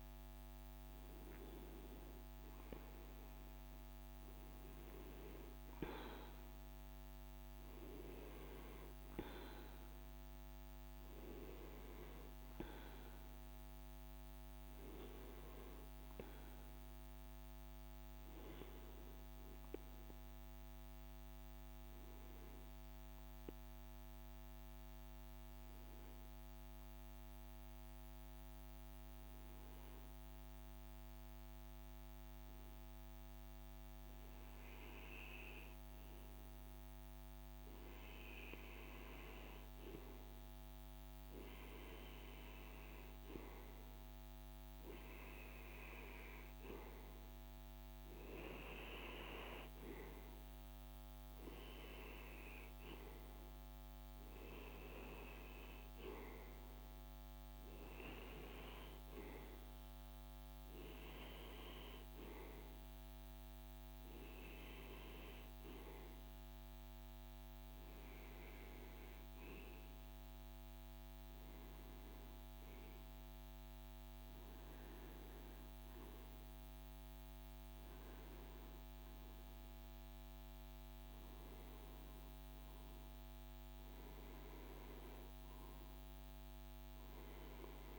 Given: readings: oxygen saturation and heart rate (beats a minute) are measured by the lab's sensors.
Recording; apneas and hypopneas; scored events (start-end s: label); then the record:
breathing in sleep by a microphone on the trachea; 1
21.50-34.50 s: hypopnea (oxygen 96% before, 91% lowest, heart rate 53 before, 53 extreme, up 1 after)
33.00-87.99 s: new sleep stage, REM sleep
37.00-42.00 s: arousal
41.00-59.00 s: oxygen desaturation (device-marked, oxygen 97% before, 91% lowest, heart rate 54 before, 52 extreme)
From the record:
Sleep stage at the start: N2 (light sleep); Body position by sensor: on the right side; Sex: male